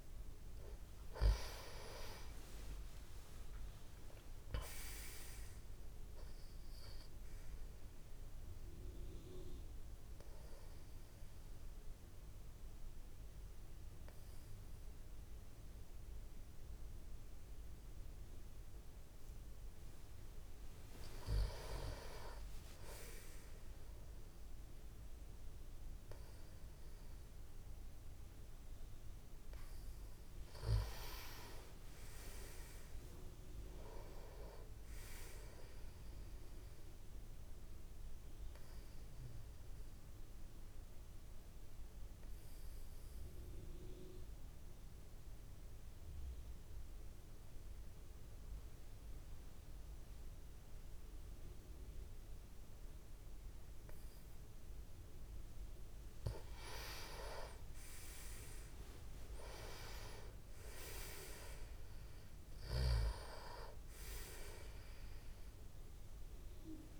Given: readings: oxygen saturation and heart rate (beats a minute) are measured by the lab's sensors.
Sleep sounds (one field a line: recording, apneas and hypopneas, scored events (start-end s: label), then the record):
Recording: breathing in sleep by a room microphone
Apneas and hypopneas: 2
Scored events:
0.50-24.50 s: oxygen desaturation (device-marked, oxygen 98% before, 90% lowest, heart rate 56 before, 49 extreme)
9.00-20.00 s: obstructive apnea (oxygen 98% before, 90% lowest, heart rate 61 before, 49 extreme, up 29 after)
22.00-26.00 s: arousal
37.00-56.00 s: obstructive apnea (oxygen 97% before, 91% lowest, heart rate 61 before, 52 extreme, up 28 after)
57.50-60.50 s: arousal
62.50-67.00 s: oxygen desaturation (device-marked, oxygen 97% before, 91% lowest, heart rate 61 before, 50 extreme)
From the record:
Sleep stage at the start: N2 (light sleep)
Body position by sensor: on the back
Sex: male